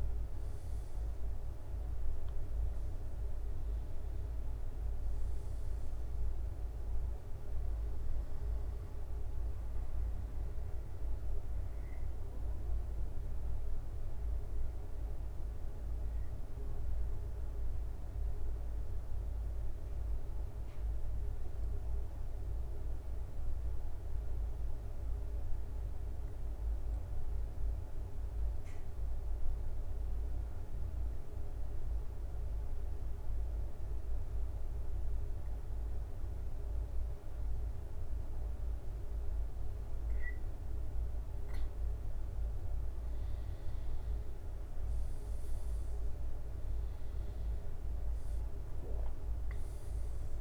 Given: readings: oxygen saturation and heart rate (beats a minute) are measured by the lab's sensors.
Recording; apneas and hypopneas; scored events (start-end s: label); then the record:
breathing in sleep, hard to hear, by a room microphone; 1
0.00-4.00 s: arousal
0.00-14.50 s: oxygen desaturation (device-marked, oxygen 92% lowest, heart rate 66 extreme)
12.00-39.50 s: obstructive apnea (oxygen 96% before, 89% lowest, heart rate 71 before, 66 extreme, up 5 after)
32.50-50.41 s: oxygen desaturation (device-marked, oxygen 96% before, 89% lowest, heart rate 68 before, 66 extreme)
44.50-50.41 s: drop in pulse transit time (device-marked, heart rate 69 before, 71 extreme)
45.50-50.41 s: arousal
From the record:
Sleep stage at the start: N2 (light sleep); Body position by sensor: on the back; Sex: male